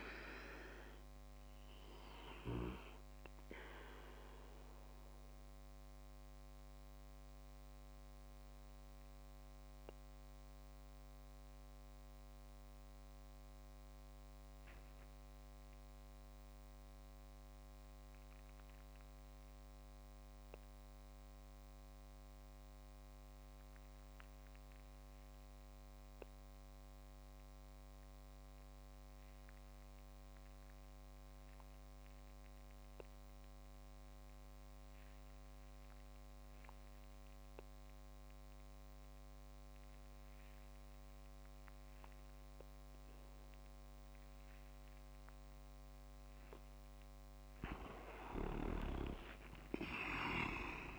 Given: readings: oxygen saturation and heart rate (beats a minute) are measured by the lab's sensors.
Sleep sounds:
breathing in sleep by a microphone on the trachea; 1
3.50-15.50 s: oxygen desaturation (device-marked, oxygen 96% before, 93% lowest)
6.00-46.00 s: mixed apnea (oxygen 97% before, 93% lowest)
14.00-16.00 s: leg movement (device-marked)
38.50-50.99 s: oxygen desaturation (device-marked, oxygen 100% before, 93% lowest)
47.00-50.50 s: leg movement (device-marked)
48.50-50.99 s: arousal
From the record:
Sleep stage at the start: N2 (light sleep); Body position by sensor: on the back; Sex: male

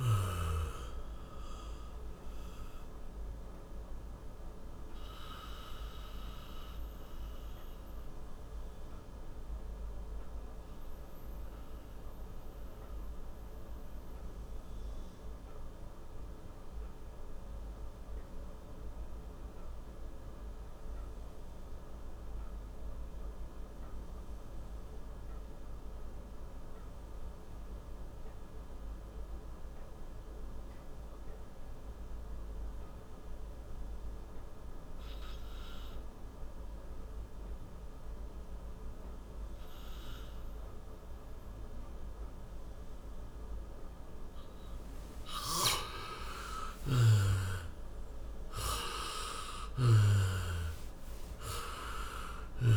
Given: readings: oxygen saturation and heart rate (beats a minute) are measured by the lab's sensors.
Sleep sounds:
breathing in sleep by a room microphone; 1
0.00-26.50 s: oxygen desaturation (device-marked, oxygen 85% lowest, heart rate 56 extreme)
3.00-43.00 s: obstructive apnea (oxygen 97% before, 85% lowest, heart rate 69 before, 56 extreme, up 7 after)
46.00-50.00 s: arousal
From the record:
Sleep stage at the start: N2 (light sleep); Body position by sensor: on the back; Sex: male

